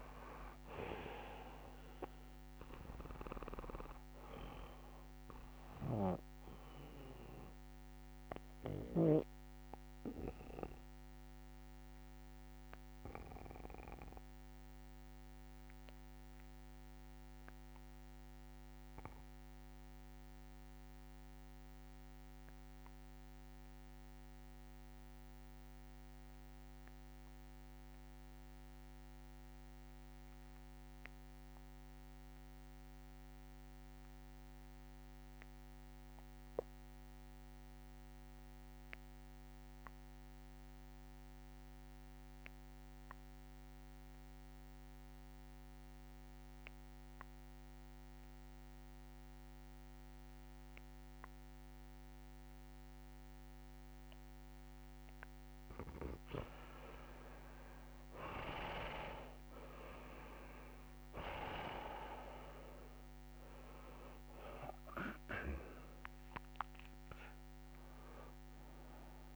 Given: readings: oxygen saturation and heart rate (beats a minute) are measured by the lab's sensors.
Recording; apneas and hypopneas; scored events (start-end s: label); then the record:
breathing in sleep by a microphone on the trachea; 1
8.00-54.50 s: obstructive apnea (oxygen 100% before, 71% lowest, heart rate 73 before, 63 extreme, up 9 after)
25.50-69.36 s: oxygen desaturation (device-marked, oxygen 98% before, 71% lowest, heart rate 69 before, 63 extreme)
58.00-63.50 s: arousal
From the record:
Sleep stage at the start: REM sleep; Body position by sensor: on the back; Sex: male